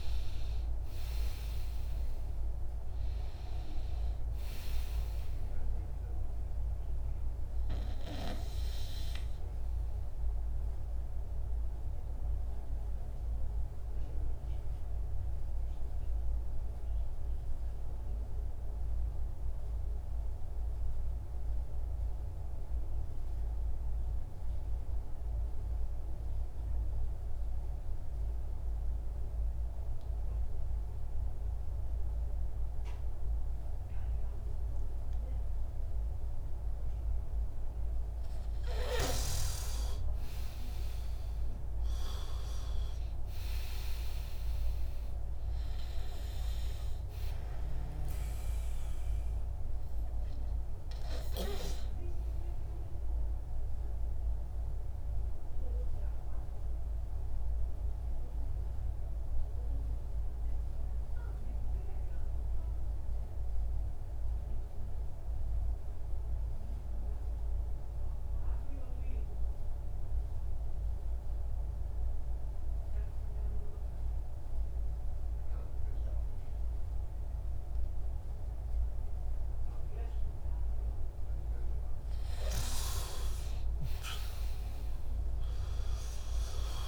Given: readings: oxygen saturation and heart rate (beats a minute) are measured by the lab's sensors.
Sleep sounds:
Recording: breathing in sleep by a room microphone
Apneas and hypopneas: 2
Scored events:
0.00-24.50 s: oxygen desaturation (device-marked, oxygen 89% lowest, heart rate 59 extreme)
10.50-36.50 s: obstructive apnea (oxygen 99% before, 89% lowest, heart rate 71 before, 59 extreme, up 15 after)
38.50-67.50 s: oxygen desaturation (device-marked, oxygen 100% before, 91% lowest, heart rate 62 before, 60 extreme)
39.00-43.00 s: arousal
53.00-81.50 s: obstructive apnea (oxygen 100% before, 89% lowest, heart rate 67 before, 60 extreme, up 12 after)
78.50-86.88 s: oxygen desaturation (device-marked, oxygen 99% before, 92% lowest, heart rate 66 before, 62 extreme)
83.50-86.88 s: arousal
From the record:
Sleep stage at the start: N2 (light sleep)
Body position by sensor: on the back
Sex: male

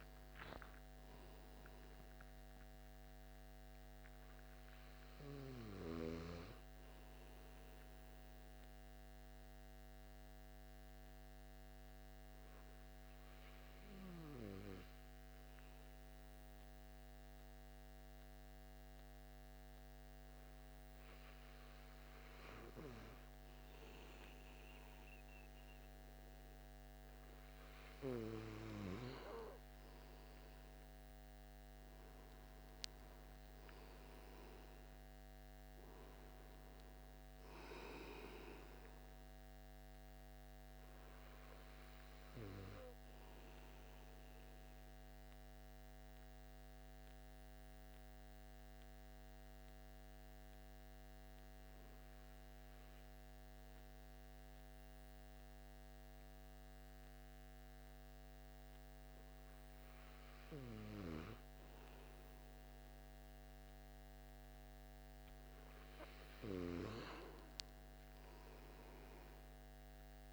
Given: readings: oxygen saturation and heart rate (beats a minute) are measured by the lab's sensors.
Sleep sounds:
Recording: breathing in sleep by a microphone on the trachea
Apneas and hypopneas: 2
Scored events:
0.00-2.50 s: arousal
10.00-26.00 s: hypopnea (oxygen 95% before, 93% lowest)
30.00-34.00 s: arousal
43.50-60.50 s: mixed apnea (oxygen 96% before, 92% lowest)
63.50-67.50 s: arousal
From the record:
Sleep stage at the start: N2 (light sleep)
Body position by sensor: on the right side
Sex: male

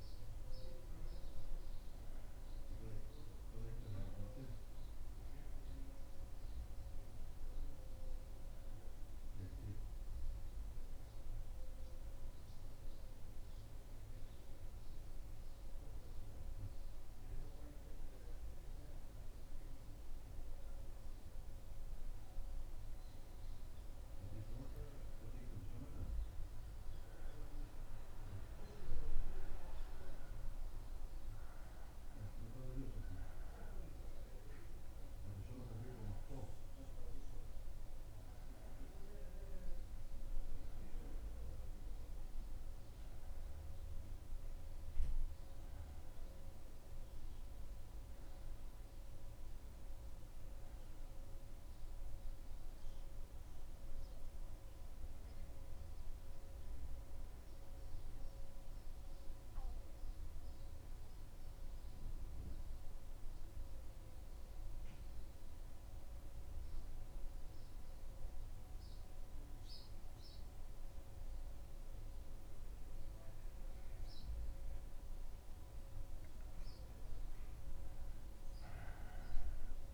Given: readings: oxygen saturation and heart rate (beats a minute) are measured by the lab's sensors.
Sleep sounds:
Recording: breathing in sleep by a room microphone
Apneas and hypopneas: 2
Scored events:
0.00-1.00 s: oxygen desaturation (device-marked, oxygen 91% lowest, heart rate 75 extreme)
3.50-7.00 s: arousal
12.00-24.50 s: central apnea (oxygen 94% before, 93% lowest, heart rate 76 before, 74 extreme, up 1 after)
26.50-30.50 s: arousal
63.00-75.50 s: mixed apnea (oxygen 94% before, 92% lowest, heart rate 76 before, 74 extreme, up 5 after)
63.00-79.94 s: new sleep stage, N2 (light sleep)
77.50-79.94 s: arousal
From the record:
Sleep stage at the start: N1 (lightest sleep)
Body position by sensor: on the back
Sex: male

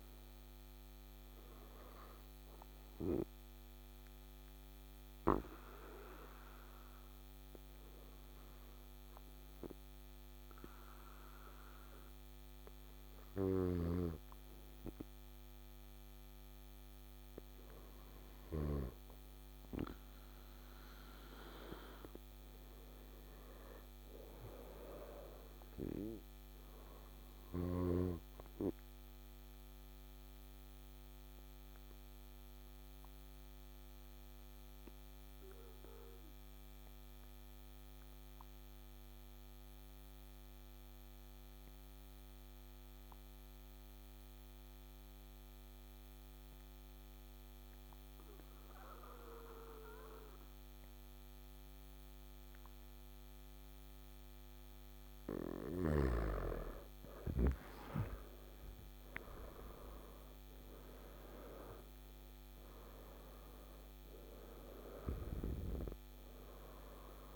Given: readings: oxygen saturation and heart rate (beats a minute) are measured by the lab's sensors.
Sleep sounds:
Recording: breathing in sleep by a microphone on the trachea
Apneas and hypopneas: 2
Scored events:
2.50-15.50 s: obstructive apnea (oxygen 97% before, 95% lowest, heart rate 68 before, 54 extreme, up 4 after)
17.50-21.50 s: arousal
29.50-53.00 s: obstructive apnea (oxygen 100% before, 95% lowest, heart rate 59 before, 54 extreme, up 11 after)
50.50-67.36 s: oxygen desaturation (device-marked, oxygen 98% before, 95% lowest, heart rate 56 before, 53 extreme)
56.00-61.50 s: arousal
From the record:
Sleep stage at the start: N2 (light sleep)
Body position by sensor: on the back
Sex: male

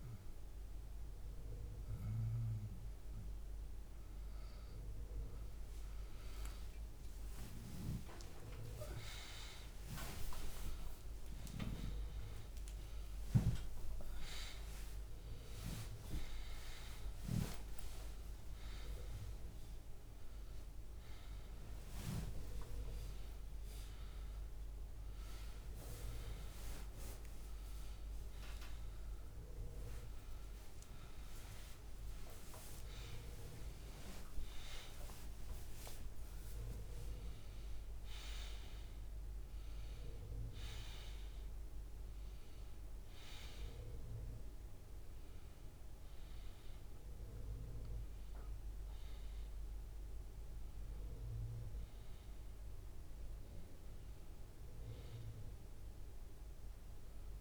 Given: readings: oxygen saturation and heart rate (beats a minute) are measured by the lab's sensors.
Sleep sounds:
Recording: a person awake in a sleep study, by a room microphone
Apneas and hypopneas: none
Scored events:
16.50-57.41 s: new sleep stage, awake
From the record:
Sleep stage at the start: N1 (lightest sleep)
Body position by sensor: on the back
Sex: male

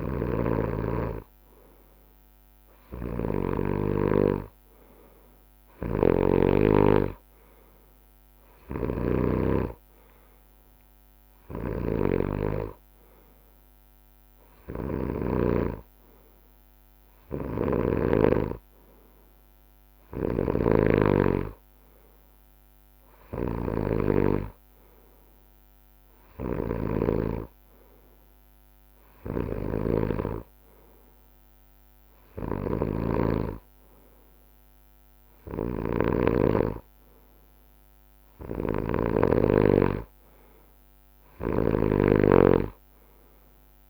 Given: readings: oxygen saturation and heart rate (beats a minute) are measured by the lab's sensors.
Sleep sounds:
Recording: breathing in sleep by a microphone on the trachea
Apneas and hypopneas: none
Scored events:
0.00-15.50 s: snoring (device-marked)
29.50-36.50 s: snoring (device-marked)
38.50-43.90 s: snoring (device-marked)
From the record:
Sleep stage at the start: N2 (light sleep)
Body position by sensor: on the right side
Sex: male

